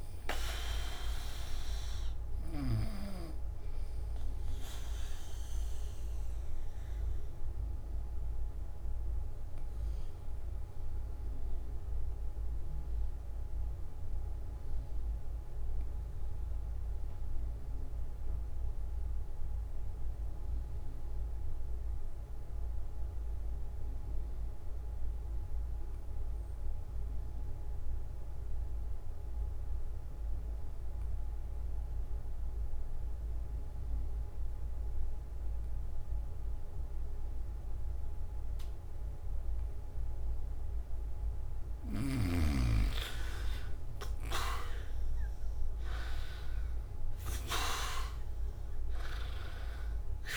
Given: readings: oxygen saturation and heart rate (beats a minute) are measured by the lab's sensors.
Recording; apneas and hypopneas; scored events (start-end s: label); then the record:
breathing in sleep by a room microphone; 1
3.50-21.50 s: oxygen desaturation (device-marked, oxygen 95% before, 85% lowest)
4.50-40.50 s: mixed apnea (oxygen 96% before, 85% lowest)
41.50-50.37 s: oxygen desaturation (device-marked, oxygen 100% before, 85% lowest)
From the record:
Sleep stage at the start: N2 (light sleep); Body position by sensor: on the back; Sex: male